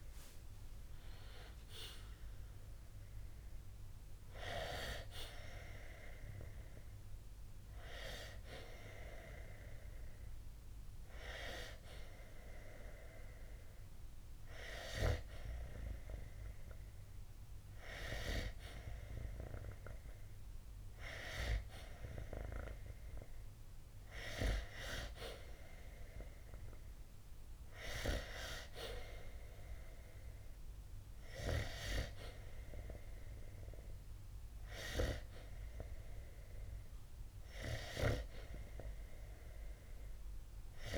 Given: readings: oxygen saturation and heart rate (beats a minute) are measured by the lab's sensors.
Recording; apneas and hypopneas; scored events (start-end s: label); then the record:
breathing in sleep by a room microphone; none
none scored
From the record:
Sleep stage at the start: N2 (light sleep); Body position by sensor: on the back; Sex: male